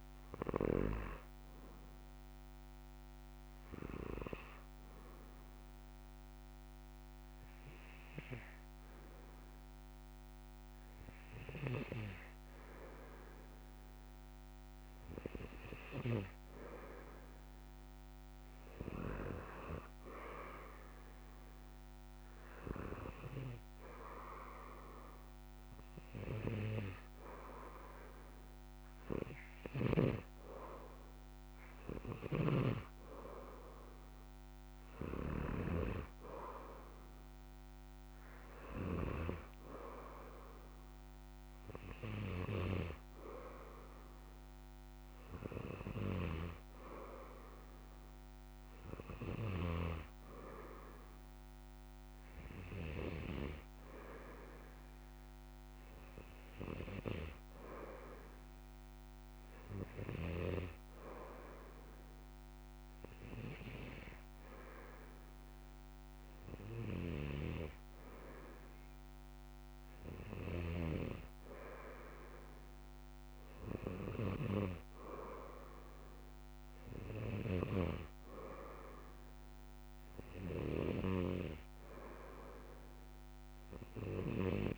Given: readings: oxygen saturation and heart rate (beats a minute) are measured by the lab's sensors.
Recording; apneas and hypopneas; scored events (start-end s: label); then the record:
breathing in sleep by a microphone on the trachea; 1
4.50-16.50 s: hypopnea (oxygen 96% before, 94% lowest, heart rate 70 before, 62 extreme, up 5 after)
20.00-23.50 s: arousal
From the record:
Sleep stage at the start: N2 (light sleep); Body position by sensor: on the back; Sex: male